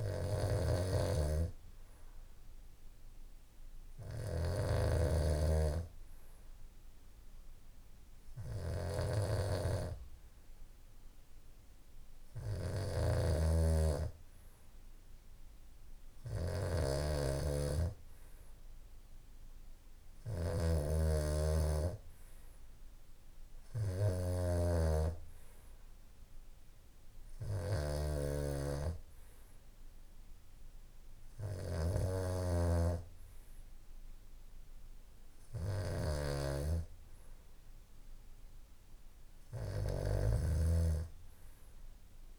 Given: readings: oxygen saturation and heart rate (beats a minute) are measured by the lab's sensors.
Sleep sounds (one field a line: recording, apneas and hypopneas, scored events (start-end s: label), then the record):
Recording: breathing in sleep by a room microphone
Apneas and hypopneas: none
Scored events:
0.00-42.39 s: snoring (device-marked)
From the record:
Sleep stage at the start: N2 (light sleep)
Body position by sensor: on the back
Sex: male